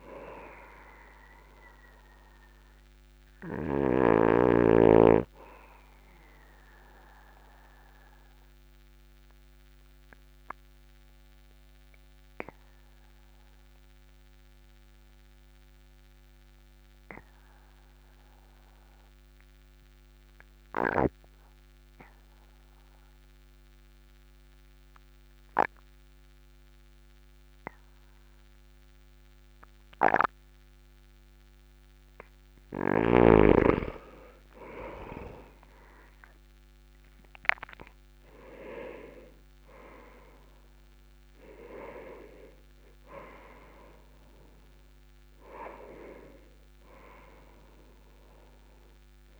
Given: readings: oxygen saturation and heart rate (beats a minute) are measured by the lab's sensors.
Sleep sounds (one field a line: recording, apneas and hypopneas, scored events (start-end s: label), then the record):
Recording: breathing in sleep by a microphone on the trachea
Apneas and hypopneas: 1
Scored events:
6.00-33.00 s: obstructive apnea (oxygen 98% before, 93% lowest, heart rate 51 before, 40 extreme, up 8 after)
36.00-40.00 s: arousal
From the record:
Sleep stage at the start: N2 (light sleep)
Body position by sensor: on the back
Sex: male